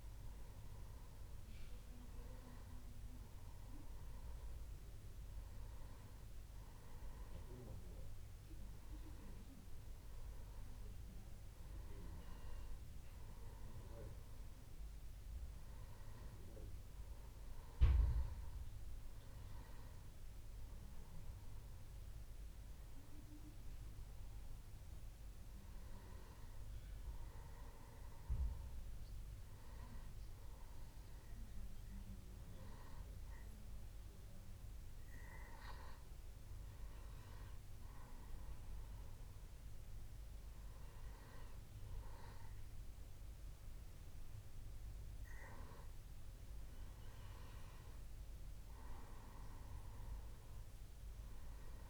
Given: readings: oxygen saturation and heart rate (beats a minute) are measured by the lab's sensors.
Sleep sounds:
breathing in sleep by a room microphone; 1
15.50-18.00 s: arousal
20.50-33.50 s: hypopnea (oxygen 97% before, 93% lowest, heart rate 73 before, 68 extreme, up 3 after)
36.50-39.50 s: arousal
From the record:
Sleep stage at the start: N2 (light sleep); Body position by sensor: on the back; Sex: male

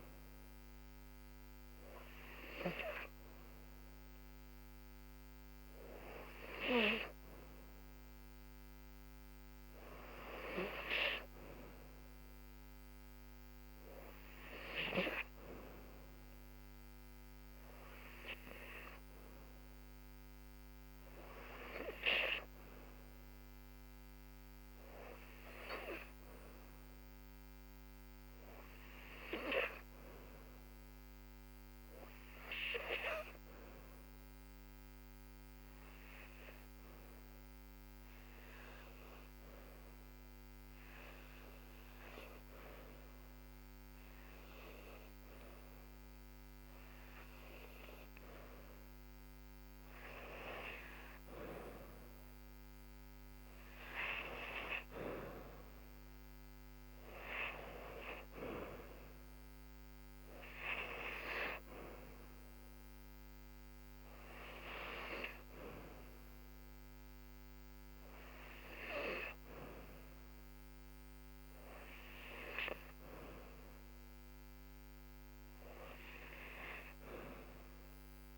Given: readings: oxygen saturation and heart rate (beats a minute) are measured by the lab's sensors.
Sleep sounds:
breathing in sleep by a microphone on the trachea; 1
0.00-4.50 s: oxygen desaturation (device-marked, oxygen 92% lowest, heart rate 69 extreme)
33.50-48.00 s: obstructive apnea (oxygen 95% before, 91% lowest, heart rate 70 before, 70 extreme, up 3 after)
49.50-53.00 s: arousal
64.50-76.50 s: oxygen desaturation (device-marked, oxygen 95% before, 91% lowest, heart rate 73 before, 72 extreme)
From the record:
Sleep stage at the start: N2 (light sleep); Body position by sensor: on the back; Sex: female

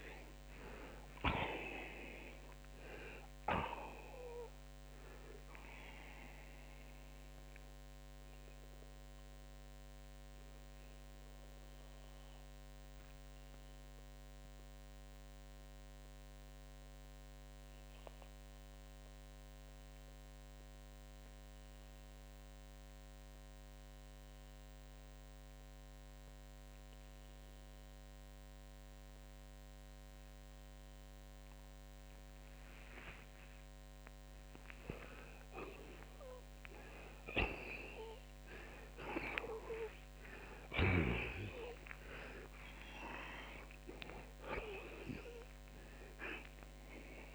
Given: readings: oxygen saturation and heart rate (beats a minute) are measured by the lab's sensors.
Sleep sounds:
breathing in sleep by a microphone on the trachea; 1
0.00-38.00 s: oxygen desaturation (device-marked, oxygen 78% lowest)
7.50-34.00 s: mixed apnea (oxygen 94% before, 78% lowest)
36.50-42.50 s: arousal
From the record:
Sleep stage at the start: N2 (light sleep); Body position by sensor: on the back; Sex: male

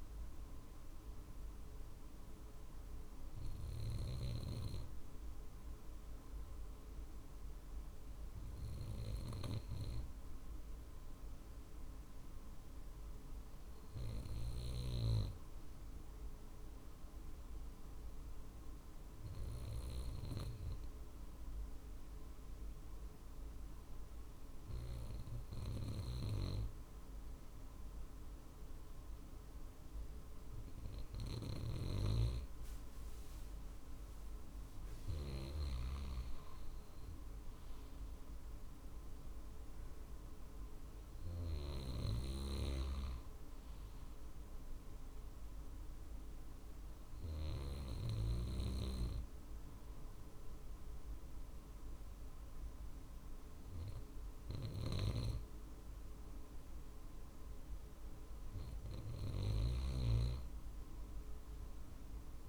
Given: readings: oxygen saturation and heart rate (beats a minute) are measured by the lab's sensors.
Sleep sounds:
breathing in sleep by a room microphone; 1
2.50-6.00 s: arousal
9.00-30.00 s: obstructive apnea (oxygen 95% before, 94% lowest, heart rate 50 before, 49 extreme, up 2 after)
32.50-36.50 s: arousal
37.50-55.50 s: drop in pulse transit time (device-marked, heart rate 49 before, 49 extreme)
54.00-62.49 s: snoring (device-marked)
From the record:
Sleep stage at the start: N2 (light sleep); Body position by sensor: on the right side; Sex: male

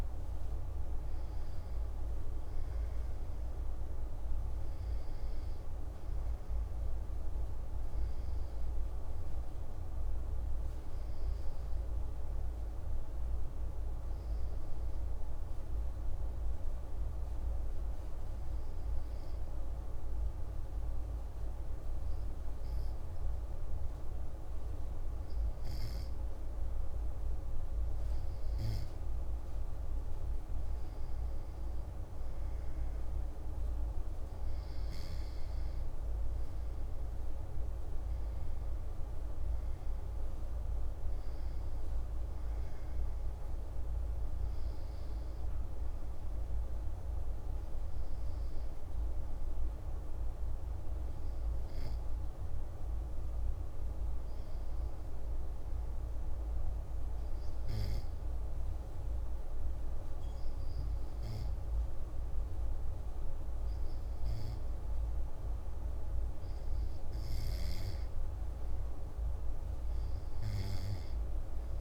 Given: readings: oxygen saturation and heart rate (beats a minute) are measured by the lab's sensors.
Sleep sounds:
breathing in sleep, hard to hear, by a room microphone; 2
0.00-15.00 s: oxygen desaturation (device-marked, oxygen 97% before, 93% lowest)
13.50-28.50 s: obstructive apnea (oxygen 97% before, 95% lowest)
30.50-34.50 s: arousal
46.50-66.00 s: hypopnea (oxygen 97% before, 94% lowest, heart rate 106 before, 37 extreme)
68.00-71.81 s: arousal
From the record:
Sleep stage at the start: N2 (light sleep); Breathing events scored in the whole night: 182 in 5.9 hours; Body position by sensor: on the back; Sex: male

